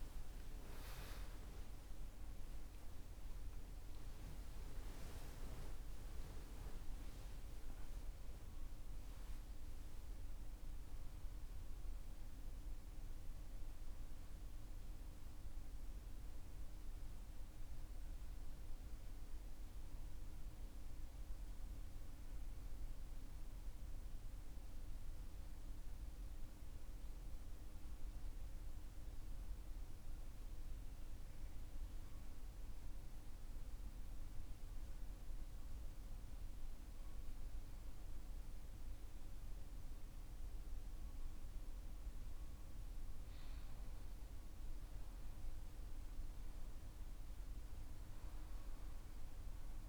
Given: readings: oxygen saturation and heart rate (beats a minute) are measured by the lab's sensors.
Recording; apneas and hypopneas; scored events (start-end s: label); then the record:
a person partly awake in a sleep study, hard to hear, by a room microphone; 1
5.50-49.89 s: new sleep stage, N1 (lightest sleep)
8.50-21.50 s: oxygen desaturation (device-marked, oxygen 96% before, 92% lowest, heart rate 89 before, 51 extreme)
32.50-45.00 s: mixed apnea (oxygen 99% before, 93% lowest, heart rate 64 before, 51 extreme, up 9 after)
37.50-49.89 s: oxygen desaturation (device-marked, oxygen 99% before, 93% lowest, heart rate 60 before, 49 extreme)
48.00-49.89 s: arousal
From the record:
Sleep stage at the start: awake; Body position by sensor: on the right side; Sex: male